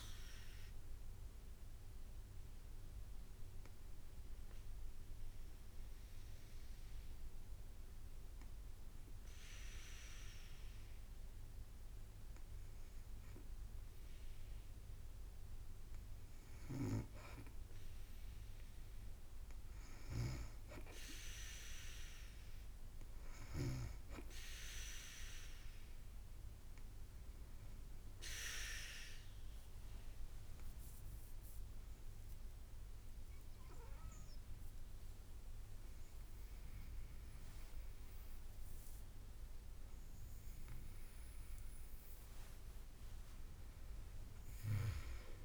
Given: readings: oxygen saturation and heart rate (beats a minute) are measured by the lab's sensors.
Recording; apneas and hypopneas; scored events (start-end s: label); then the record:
breathing in sleep by a room microphone; 1
0.00-8.00 s: drop in pulse transit time (device-marked, heart rate 55 extreme)
3.50-16.50 s: obstructive apnea (oxygen 95% before, 95% lowest, heart rate 58 before, 55 extreme, up 0 after)
27.00-45.00 s: oxygen desaturation (device-marked, oxygen 99% before, 95% lowest, heart rate 55 before, 54 extreme)
30.50-36.00 s: arousal
32.00-43.00 s: drop in pulse transit time (device-marked, heart rate 56 before, 57 extreme)
From the record:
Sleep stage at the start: N2 (light sleep); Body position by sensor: on the back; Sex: female